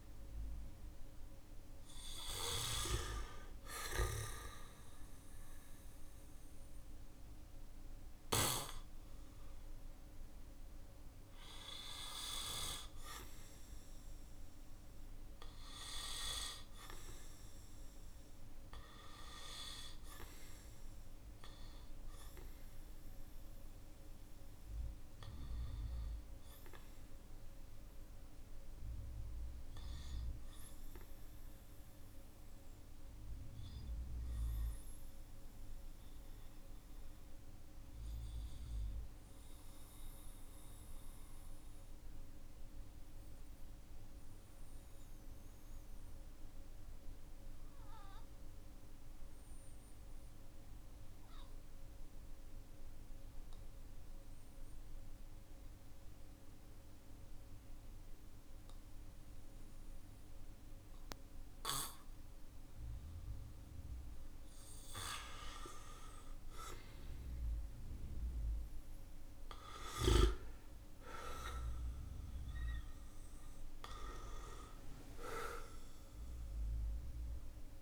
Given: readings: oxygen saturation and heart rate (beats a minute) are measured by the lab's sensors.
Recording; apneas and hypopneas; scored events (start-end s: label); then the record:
breathing in sleep by a room microphone; 1
7.00-25.00 s: oxygen desaturation (device-marked, oxygen 97% before, 94% lowest, heart rate 50 before, 45 extreme)
24.50-30.00 s: arousal
32.00-63.50 s: obstructive apnea (oxygen 97% before, 90% lowest, heart rate 53 before, 43 extreme, up 17 after)
65.50-71.00 s: arousal
From the record:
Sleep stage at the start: N2 (light sleep); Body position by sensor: on the back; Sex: male